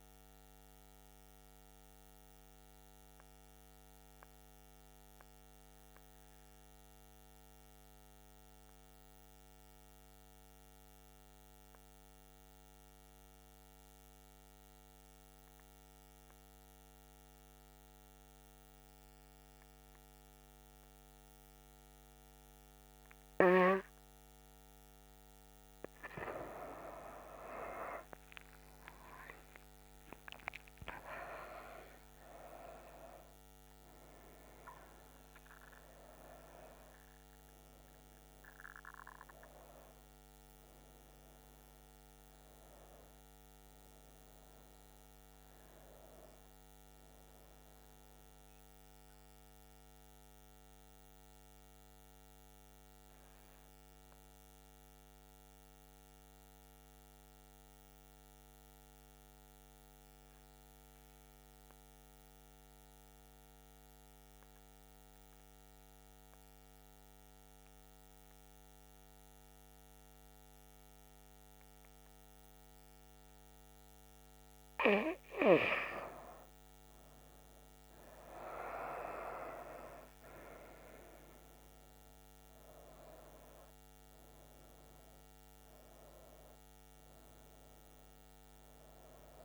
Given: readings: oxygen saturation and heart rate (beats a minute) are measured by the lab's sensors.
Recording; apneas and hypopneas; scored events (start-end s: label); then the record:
breathing in sleep by a microphone on the trachea; 2
0.00-10.00 s: oxygen desaturation (device-marked, oxygen 90% lowest, heart rate 64 extreme)
1.50-24.00 s: mixed apnea (oxygen 96% before, 90% lowest, heart rate 76 before, 65 extreme, up 39 after)
26.00-48.00 s: oxygen desaturation (device-marked, oxygen 97% before, 92% lowest, heart rate 69 before, 65 extreme)
27.00-32.00 s: arousal
50.50-74.00 s: mixed apnea (oxygen 98% before, 91% lowest, heart rate 88 before, 65 extreme, up 7 after)
71.00-89.45 s: oxygen desaturation (device-marked, oxygen 98% before, 91% lowest, heart rate 68 before, 66 extreme)
76.50-81.00 s: arousal
From the record:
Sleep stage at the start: N2 (light sleep); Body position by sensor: on the back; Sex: female